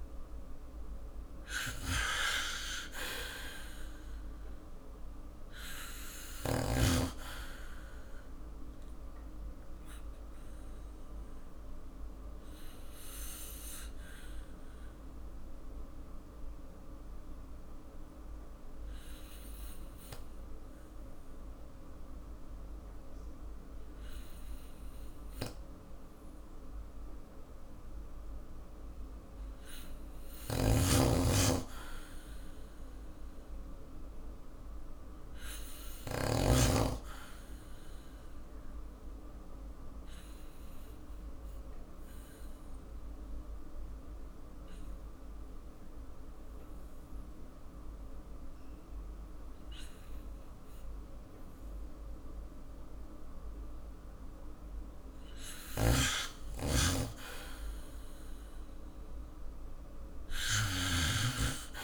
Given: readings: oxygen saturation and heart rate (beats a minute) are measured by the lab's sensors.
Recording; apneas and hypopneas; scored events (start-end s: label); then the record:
breathing in sleep by a room microphone; 2
0.00-1.00 s: arousal
0.00-6.50 s: oxygen desaturation (device-marked, oxygen 94% lowest, heart rate 47 extreme)
8.50-27.50 s: obstructive apnea (oxygen 98% before, 92% lowest, heart rate 52 before, 47 extreme, up 3 after)
30.00-34.50 s: arousal
30.00-36.00 s: snoring (device-marked)
33.50-53.50 s: oxygen desaturation (device-marked, oxygen 97% before, 92% lowest, heart rate 49 before, 46 extreme)
39.50-55.50 s: obstructive apnea (oxygen 97% before, 92% lowest, heart rate 49 before, 45 extreme, up 9 after)
55.50-60.50 s: snoring (device-marked)
58.00-61.50 s: arousal
From the record:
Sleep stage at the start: N2 (light sleep); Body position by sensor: on the back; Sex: male